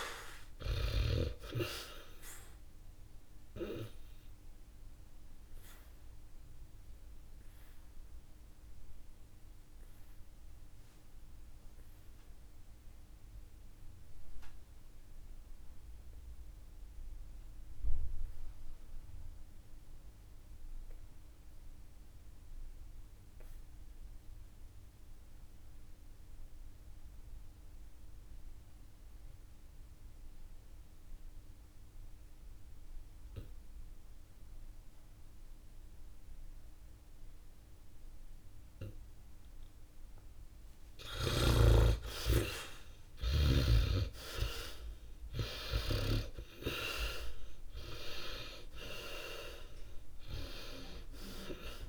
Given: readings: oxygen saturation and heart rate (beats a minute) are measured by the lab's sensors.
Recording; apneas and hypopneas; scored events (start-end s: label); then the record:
a person partly awake in a sleep study, by a room microphone; 1
0.00-18.50 s: oxygen desaturation (device-marked, oxygen 75% lowest, heart rate 46 extreme)
3.50-40.50 s: obstructive apnea (oxygen 100% before, 73% lowest, heart rate 61 before, 46 extreme, up 9 after)
29.50-51.89 s: oxygen desaturation (device-marked, oxygen 99% before, 73% lowest, heart rate 64 before, 46 extreme)
38.50-51.89 s: new sleep stage, awake
From the record:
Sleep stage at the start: N2 (light sleep); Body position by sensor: on the back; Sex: male